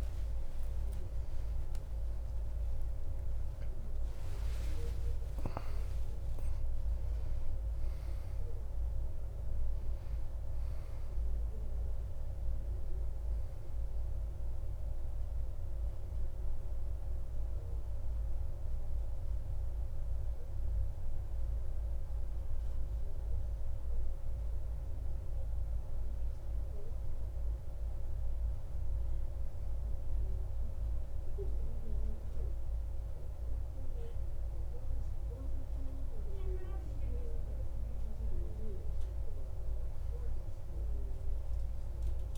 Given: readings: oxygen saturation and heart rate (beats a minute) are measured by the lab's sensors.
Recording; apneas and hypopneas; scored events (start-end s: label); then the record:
breathing in sleep by a room microphone; none
1.00-6.00 s: arousal
24.50-42.38 s: new sleep stage, N2 (light sleep)
From the record:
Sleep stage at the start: N1 (lightest sleep); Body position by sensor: on the back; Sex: male